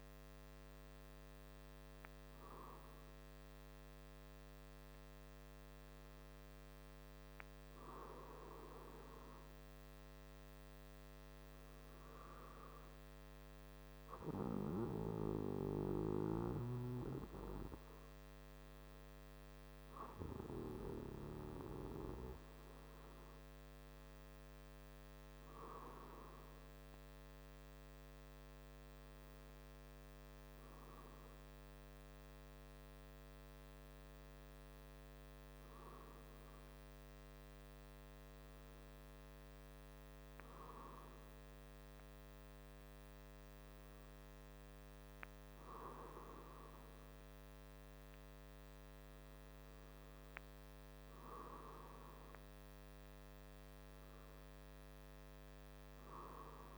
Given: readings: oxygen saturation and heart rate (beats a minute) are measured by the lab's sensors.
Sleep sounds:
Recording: breathing in sleep by a microphone on the trachea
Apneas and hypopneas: none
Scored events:
none scored
From the record:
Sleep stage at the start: N2 (light sleep)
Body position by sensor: on the back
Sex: male

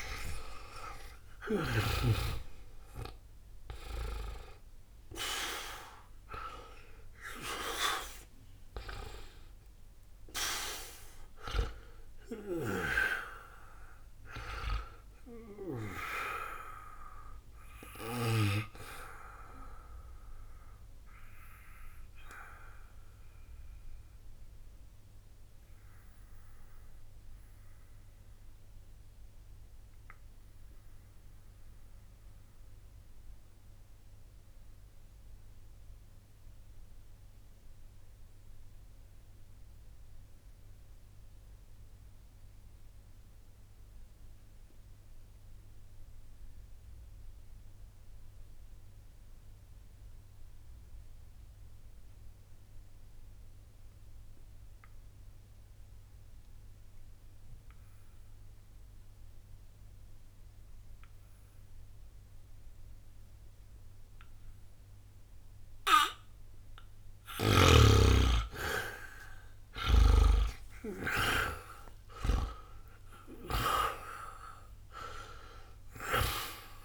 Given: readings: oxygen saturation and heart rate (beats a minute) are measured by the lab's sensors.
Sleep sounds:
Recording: breathing in sleep by a room microphone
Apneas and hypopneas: 1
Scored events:
0.00-2.00 s: snoring (device-marked)
0.00-44.00 s: oxygen desaturation (device-marked, oxygen 77% lowest, heart rate 59 extreme)
20.00-64.50 s: obstructive apnea (oxygen 95% before, 77% lowest, heart rate 63 before, 59 extreme, up 10 after)
63.00-76.85 s: oxygen desaturation (device-marked, oxygen 98% before, 78% lowest, heart rate 60 before, 59 extreme)
68.50-73.00 s: arousal
From the record:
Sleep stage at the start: N2 (light sleep)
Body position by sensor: on the back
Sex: male

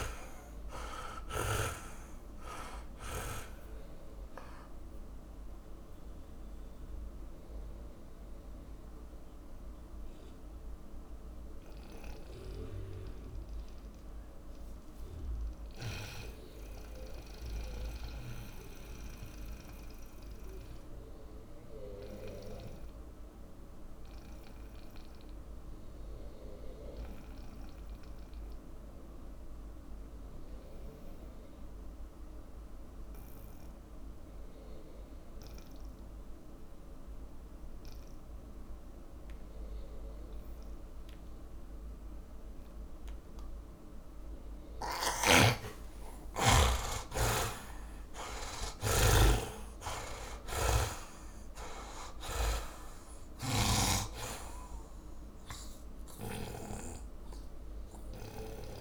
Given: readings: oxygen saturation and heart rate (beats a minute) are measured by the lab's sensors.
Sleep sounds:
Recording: breathing in sleep by a room microphone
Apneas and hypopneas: 1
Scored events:
0.00-2.00 s: snoring (device-marked)
0.00-3.50 s: arousal
0.00-21.00 s: oxygen desaturation (device-marked, oxygen 76% lowest)
8.00-44.50 s: mixed apnea (oxygen 98% before, 76% lowest)
32.00-58.81 s: oxygen desaturation (device-marked, oxygen 100% before, 79% lowest)
45.00-57.00 s: snoring (device-marked)
46.00-51.50 s: arousal
From the record:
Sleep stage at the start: N2 (light sleep)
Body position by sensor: on the back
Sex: male

